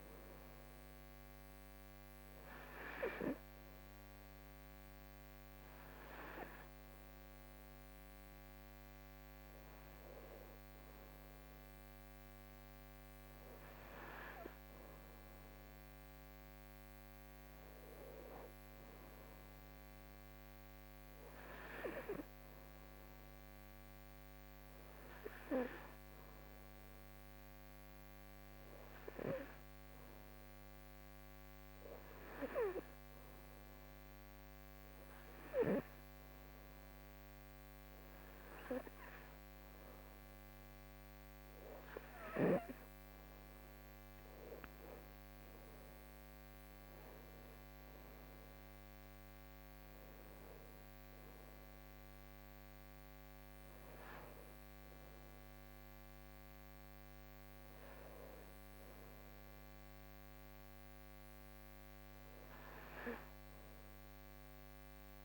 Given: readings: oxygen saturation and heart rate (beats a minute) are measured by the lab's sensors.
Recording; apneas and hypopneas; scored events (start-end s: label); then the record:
breathing in sleep by a microphone on the trachea; 1
0.00-17.50 s: oxygen desaturation (device-marked, oxygen 91% lowest, heart rate 74 extreme)
27.00-40.50 s: hypopnea (oxygen 95% before, 92% lowest, heart rate 77 before, 77 extreme, up 6 after)
44.50-49.00 s: arousal
From the record:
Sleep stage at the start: N2 (light sleep); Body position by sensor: on the right side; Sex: female